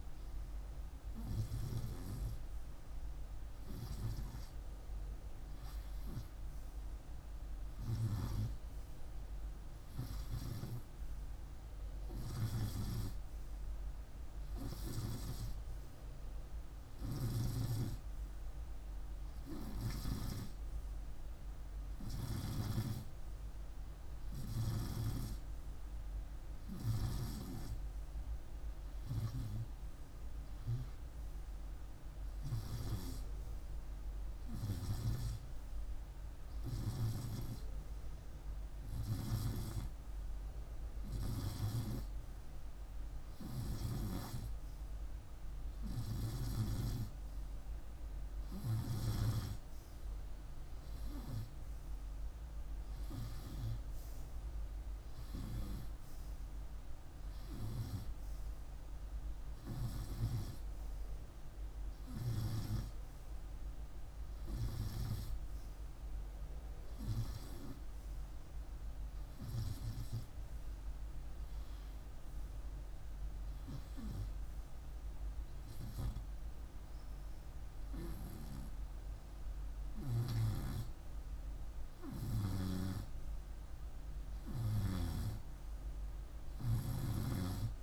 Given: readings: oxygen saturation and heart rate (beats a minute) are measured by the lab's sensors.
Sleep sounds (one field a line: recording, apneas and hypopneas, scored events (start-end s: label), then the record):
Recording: breathing in sleep by a room microphone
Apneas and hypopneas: none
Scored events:
9.00-87.83 s: new sleep stage, REM sleep
From the record:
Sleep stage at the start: N2 (light sleep)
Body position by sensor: on the right side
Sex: male